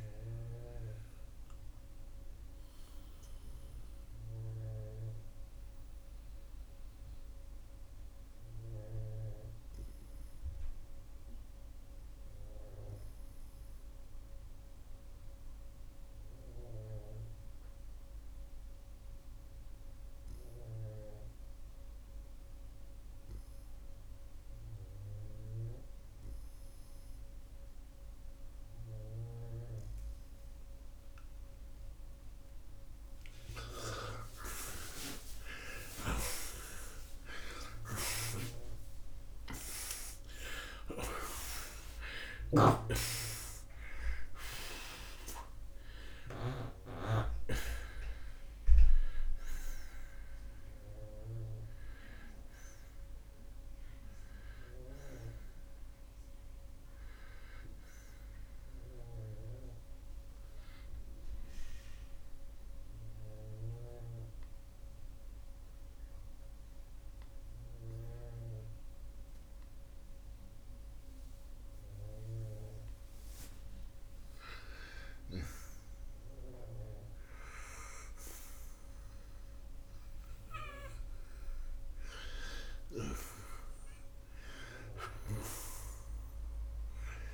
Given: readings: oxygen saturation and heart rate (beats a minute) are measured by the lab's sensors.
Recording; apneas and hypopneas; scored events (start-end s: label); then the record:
breathing in sleep by a room microphone; 2
2.00-32.50 s: obstructive apnea (oxygen 97% before, 84% lowest, heart rate 88 before, 59 extreme, up 25 after)
4.50-29.50 s: oxygen desaturation (device-marked, oxygen 94% before, 87% lowest, heart rate 90 before, 59 extreme)
34.50-39.00 s: arousal
60.00-73.50 s: obstructive apnea (oxygen 94% before, 84% lowest, heart rate 93 before, 70 extreme, up 9 after)
66.50-81.50 s: oxygen desaturation (device-marked, oxygen 92% before, 84% lowest, heart rate 78 before, 65 extreme)
83.50-87.34 s: arousal
From the record:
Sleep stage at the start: N2 (light sleep); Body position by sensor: on the right side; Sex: male